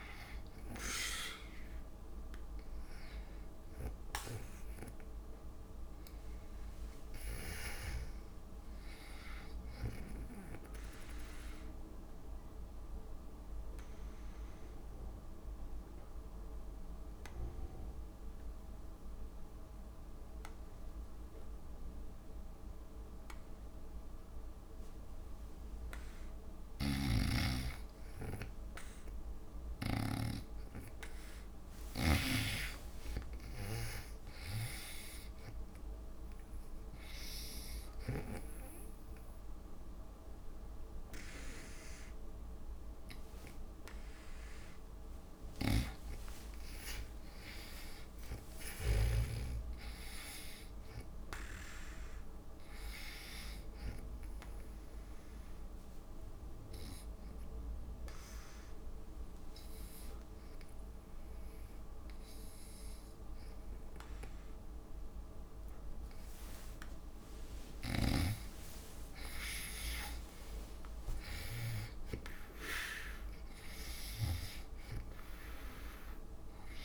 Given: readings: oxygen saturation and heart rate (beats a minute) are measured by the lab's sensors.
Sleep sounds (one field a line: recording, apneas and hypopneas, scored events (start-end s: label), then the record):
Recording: breathing in sleep by a room microphone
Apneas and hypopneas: 3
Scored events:
5.50-9.00 s: arousal
11.00-25.00 s: obstructive apnea (oxygen 97% before, 86% lowest)
27.00-30.50 s: snoring (device-marked)
27.50-32.00 s: arousal
28.00-49.00 s: oxygen desaturation (device-marked, oxygen 96% before, 86% lowest)
36.50-47.00 s: obstructive apnea (oxygen 96% before, 86% lowest)
43.00-72.00 s: tachycardia (device-marked)
48.50-52.50 s: arousal
56.00-67.00 s: obstructive apnea (oxygen 96% before, 85% lowest)
69.50-73.50 s: arousal
71.00-76.85 s: oxygen desaturation (device-marked, oxygen 96% before, 88% lowest)
From the record:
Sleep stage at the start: N2 (light sleep)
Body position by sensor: on the back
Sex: female